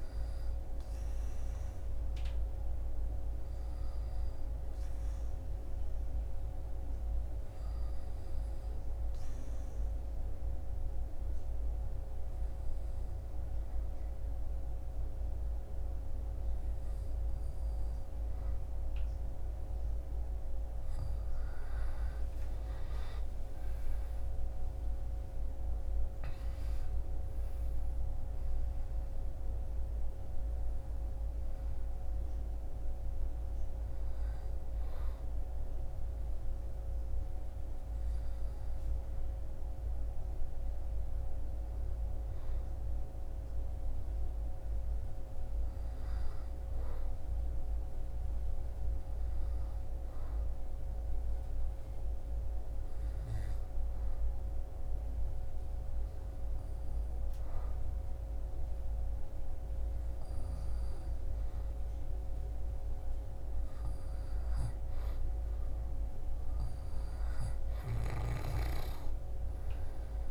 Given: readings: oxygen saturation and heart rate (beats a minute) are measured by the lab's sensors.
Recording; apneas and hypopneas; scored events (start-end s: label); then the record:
breathing in sleep, hard to hear, by a room microphone; 2
2.50-19.00 s: obstructive apnea (oxygen 98% before, 95% lowest, heart rate 64 before, 60 extreme, up 14 after)
21.00-24.50 s: arousal
44.00-61.50 s: obstructive apnea (oxygen 98% before, 95% lowest, heart rate 69 before, 60 extreme, up 1 after)
64.00-67.50 s: arousal
From the record:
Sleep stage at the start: N2 (light sleep); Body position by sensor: on the back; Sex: male